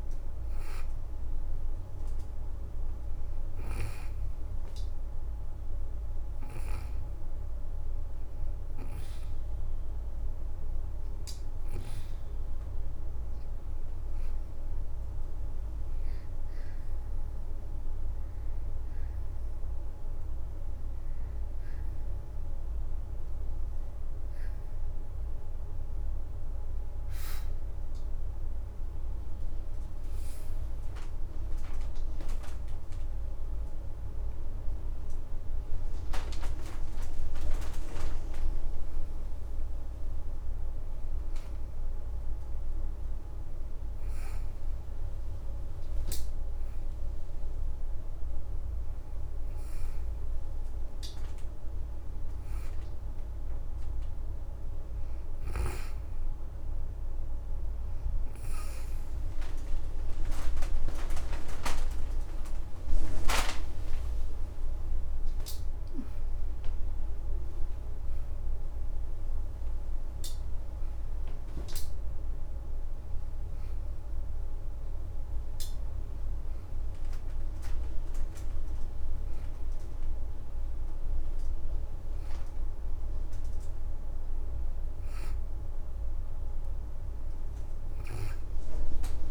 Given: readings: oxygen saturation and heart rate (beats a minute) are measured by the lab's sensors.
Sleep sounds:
breathing in sleep by a room microphone; 1
1.00-11.50 s: hypopnea (oxygen 92% before, 87% lowest, heart rate 83 before, 76 extreme, up 4 after)
14.00-19.50 s: arousal
19.50-35.50 s: oxygen desaturation (device-marked, oxygen 91% before, 87% lowest, heart rate 81 before, 59 extreme)
27.50-35.50 s: leg movement (device-marked)
61.50-68.50 s: oxygen desaturation (device-marked, oxygen 92% before, 88% lowest, heart rate 72 before, 80 extreme)
62.50-68.00 s: arousal
From the record:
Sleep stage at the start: N2 (light sleep); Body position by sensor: on the back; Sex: female

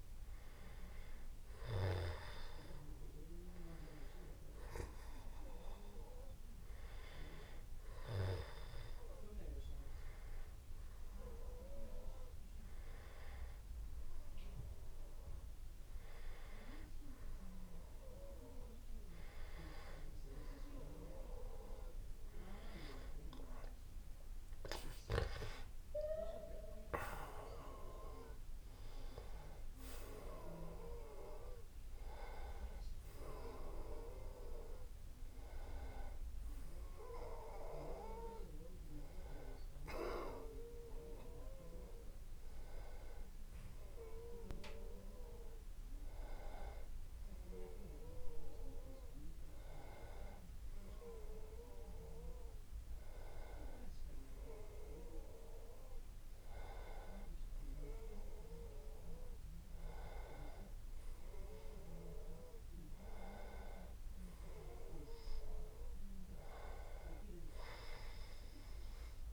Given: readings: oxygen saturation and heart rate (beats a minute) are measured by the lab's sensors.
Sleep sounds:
a person awake in a sleep study, by a room microphone; none
none scored
From the record:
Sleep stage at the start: awake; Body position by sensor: on the back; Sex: male

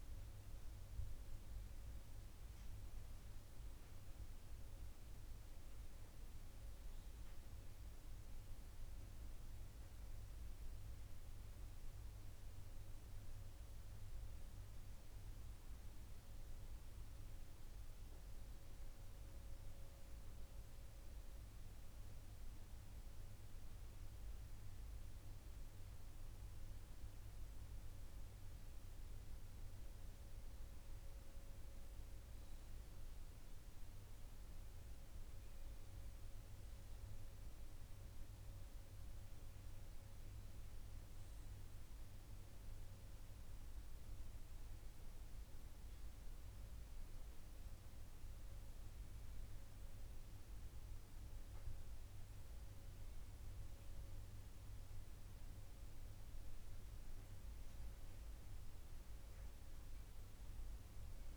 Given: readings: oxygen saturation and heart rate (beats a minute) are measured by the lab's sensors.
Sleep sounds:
breathing in sleep, hard to hear, by a room microphone; none
none scored
From the record:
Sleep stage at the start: N2 (light sleep); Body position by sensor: on the right side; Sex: male

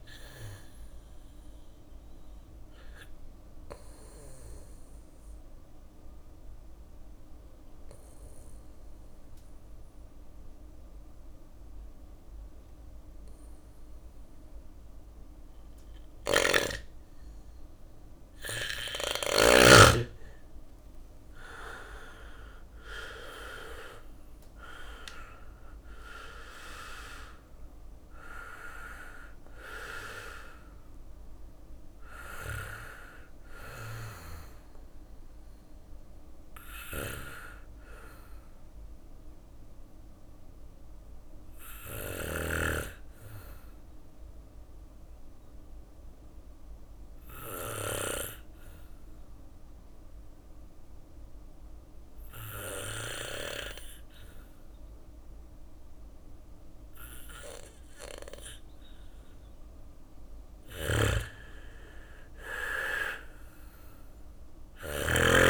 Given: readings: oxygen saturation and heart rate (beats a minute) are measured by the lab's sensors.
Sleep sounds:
breathing in sleep by a room microphone; 2
0.00-3.00 s: oxygen desaturation (device-marked, oxygen 93% lowest, heart rate 58 extreme)
1.00-16.00 s: obstructive apnea (oxygen 99% before, 92% lowest, heart rate 62 before, 60 extreme, up 4 after)
15.00-18.50 s: snoring (device-marked)
17.50-20.50 s: arousal
20.00-31.00 s: oxygen desaturation (device-marked, oxygen 98% before, 94% lowest, heart rate 61 before, 60 extreme)
21.00-33.00 s: drop in pulse transit time (device-marked, heart rate 61 before, 62 extreme)
30.50-34.00 s: arousal
33.00-44.00 s: oxygen desaturation (device-marked, oxygen 96% before, 92% lowest, heart rate 62 before, 59 extreme)
37.00-57.50 s: obstructive apnea (oxygen 98% before, 92% lowest, heart rate 62 before, 58 extreme, up 2 after)
59.00-63.00 s: arousal
59.50-65.50 s: snoring (device-marked)
From the record:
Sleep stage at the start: N2 (light sleep); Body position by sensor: on the back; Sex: male

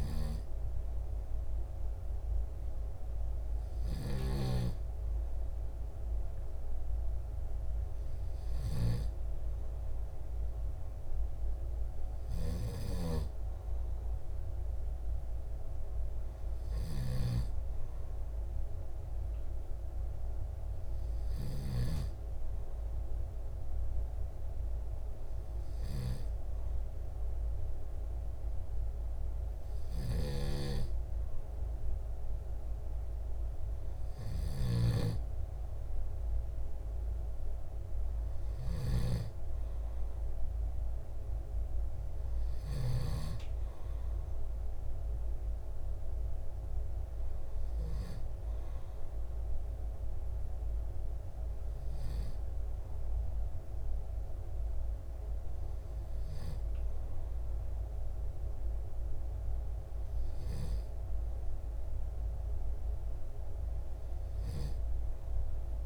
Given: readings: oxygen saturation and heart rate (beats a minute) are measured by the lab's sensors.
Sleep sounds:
breathing in sleep by a room microphone; none
none scored
From the record:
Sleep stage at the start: N2 (light sleep); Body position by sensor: on the back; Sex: male

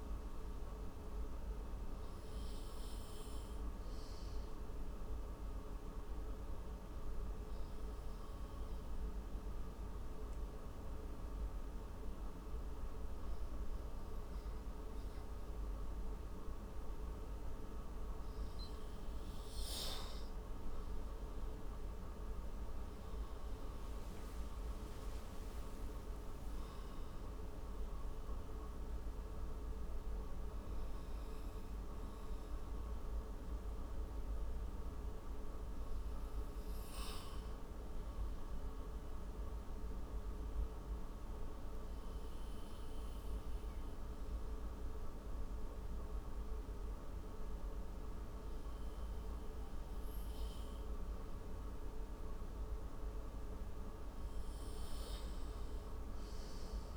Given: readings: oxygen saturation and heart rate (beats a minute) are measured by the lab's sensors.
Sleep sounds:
breathing in sleep, hard to hear, by a room microphone; 2
2.50-18.00 s: obstructive apnea (oxygen 97% before, 93% lowest)
22.50-28.00 s: arousal
38.00-52.50 s: obstructive apnea (oxygen 97% before, 93% lowest)
55.00-56.96 s: arousal
From the record:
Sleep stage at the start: N2 (light sleep); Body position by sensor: on the right side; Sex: male

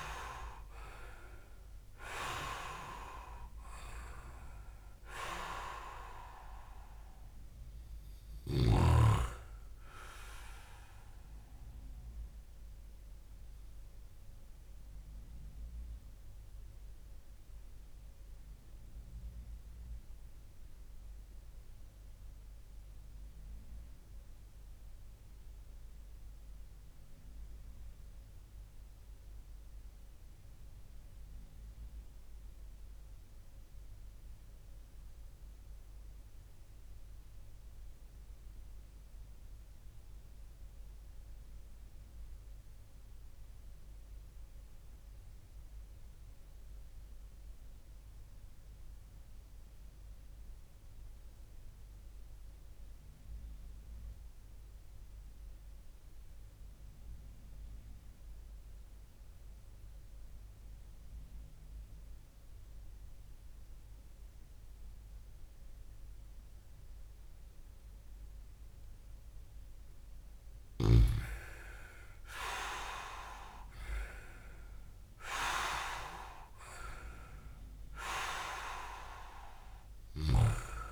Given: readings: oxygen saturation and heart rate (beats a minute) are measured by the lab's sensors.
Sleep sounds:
breathing in sleep by a room microphone; 1
0.00-15.50 s: oxygen desaturation (device-marked, oxygen 93% lowest)
12.50-68.50 s: mixed apnea (oxygen 98% before, 93% lowest)
71.00-75.50 s: arousal
79.50-80.92 s: snoring (device-marked)
From the record:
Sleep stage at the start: REM sleep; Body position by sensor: on the back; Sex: male

